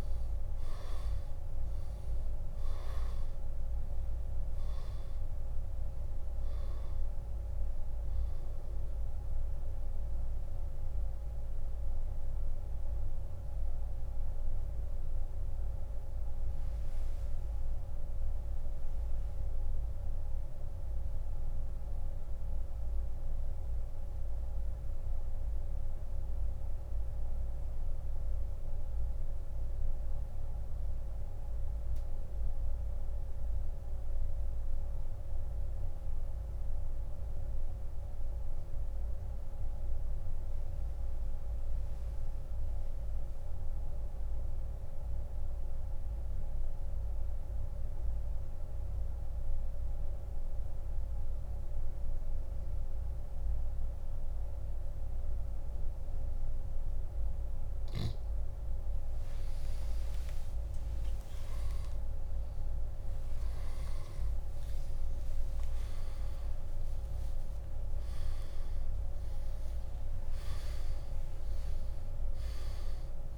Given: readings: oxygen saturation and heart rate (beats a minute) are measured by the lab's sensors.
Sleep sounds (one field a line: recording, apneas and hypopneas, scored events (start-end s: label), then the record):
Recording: breathing in sleep, hard to hear, by a room microphone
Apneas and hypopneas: 1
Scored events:
13.50-56.50 s: central apnea (oxygen 97% before, 84% lowest, heart rate 86 before, 65 extreme, up 14 after)
34.00-45.00 s: oxygen desaturation (device-marked, oxygen 93% before, 84% lowest, heart rate 78 before, 72 extreme)
60.50-67.50 s: arousal
From the record:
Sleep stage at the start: N2 (light sleep)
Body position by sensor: on the back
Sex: male